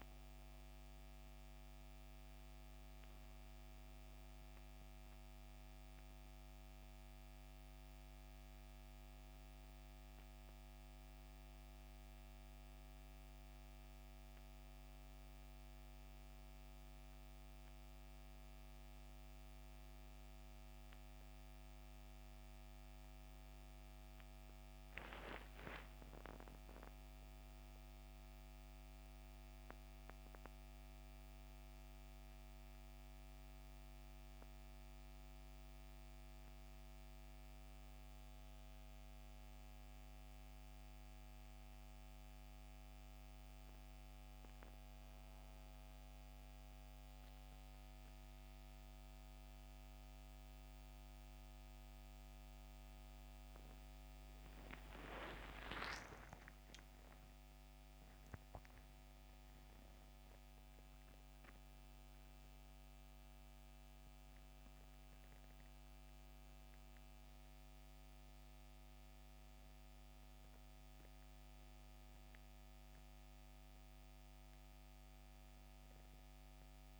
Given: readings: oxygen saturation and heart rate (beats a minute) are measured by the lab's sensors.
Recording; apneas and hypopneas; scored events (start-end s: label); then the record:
breathing in sleep by a microphone on the trachea; none
54.00-58.00 s: arousal
64.00-77.00 s: new sleep stage, N2 (light sleep)
From the record:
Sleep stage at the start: N1 (lightest sleep); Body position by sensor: on the back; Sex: male